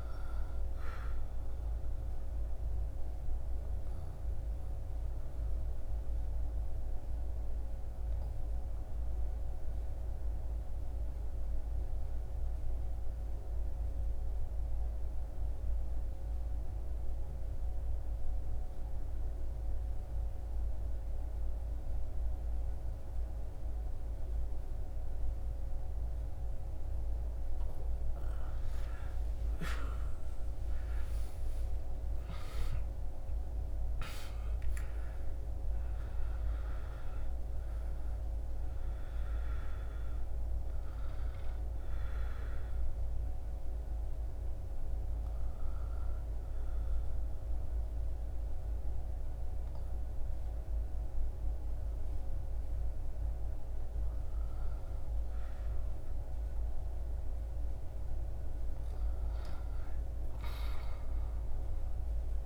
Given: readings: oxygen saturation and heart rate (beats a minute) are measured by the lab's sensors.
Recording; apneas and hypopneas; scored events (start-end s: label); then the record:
breathing in sleep, hard to hear, by a room microphone; 2
1.00-27.00 s: obstructive apnea (oxygen 98% before, 93% lowest, heart rate 75 before, 63 extreme, up 11 after)
29.50-33.50 s: arousal
42.00-55.00 s: obstructive apnea (oxygen 99% before, 93% lowest, heart rate 74 before, 67 extreme, up 11 after)
56.50-62.46 s: oxygen desaturation (device-marked, oxygen 98% before, 93% lowest, heart rate 71 before, 68 extreme)
58.00-62.46 s: arousal
From the record:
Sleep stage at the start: N2 (light sleep); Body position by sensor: on the back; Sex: male